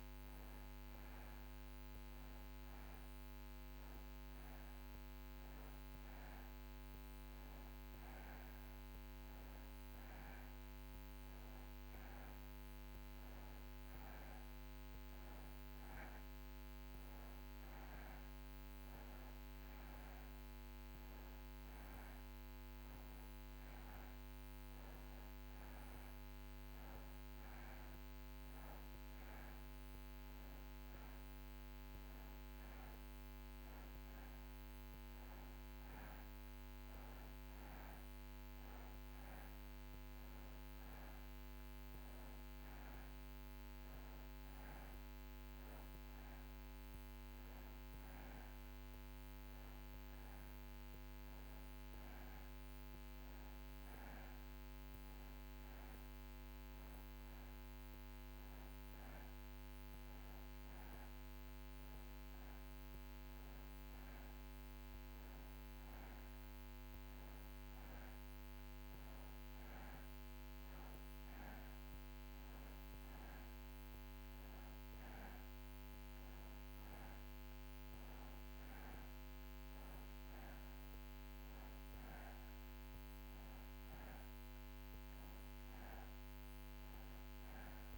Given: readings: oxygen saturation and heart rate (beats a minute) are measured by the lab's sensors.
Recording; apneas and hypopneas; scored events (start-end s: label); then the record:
breathing in sleep, hard to hear, by a microphone on the trachea; none
none scored
From the record:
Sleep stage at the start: N2 (light sleep); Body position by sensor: on the back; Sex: male